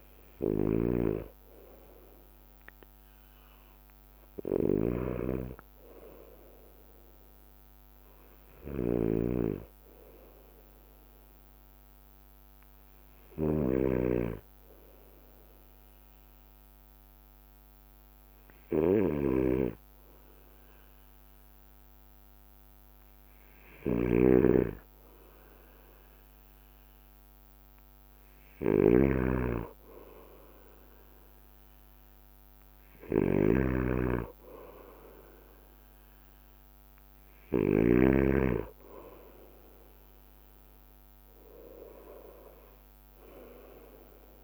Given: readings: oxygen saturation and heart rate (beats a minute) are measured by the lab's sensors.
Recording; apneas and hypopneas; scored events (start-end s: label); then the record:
breathing in sleep by a microphone on the trachea; 1
0.00-6.50 s: bradycardia (device-marked, heart rate 55 extreme)
0.50-10.50 s: drop in pulse transit time (device-marked, heart rate 58 before, 56 extreme)
0.50-38.50 s: snoring (device-marked)
3.00-7.00 s: arousal
7.50-44.44 s: bradycardia (device-marked, heart rate 58 before, 56 extreme)
11.50-25.00 s: hypopnea (oxygen 93% before, 92% lowest, heart rate 58 before, 56 extreme, up 2 after)
29.00-33.00 s: arousal
From the record:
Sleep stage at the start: N2 (light sleep); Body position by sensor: on the right side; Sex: male